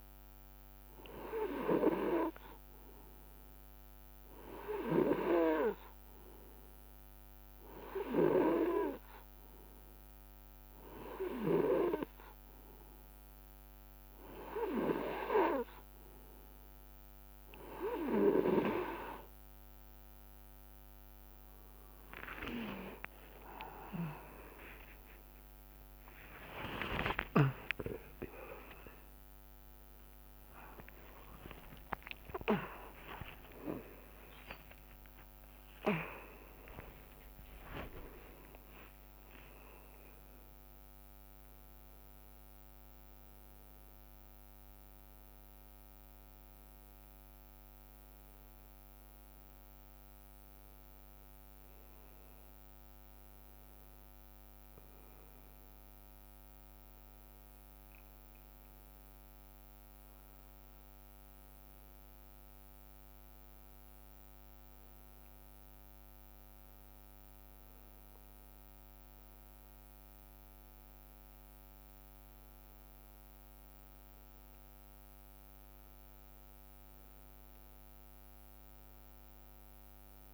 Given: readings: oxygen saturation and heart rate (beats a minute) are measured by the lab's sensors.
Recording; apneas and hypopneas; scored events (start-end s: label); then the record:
a person partly awake in a sleep study, by a microphone on the trachea; none
9.00-39.00 s: new sleep stage, awake
27.00-29.00 s: long interval between heartbeats (device-marked)
31.50-33.50 s: long interval between heartbeats (device-marked)
34.50-36.50 s: long interval between heartbeats (device-marked)
39.00-80.34 s: new sleep stage, N1 (lightest sleep)
From the record:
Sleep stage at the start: N2 (light sleep); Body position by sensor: on the back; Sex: male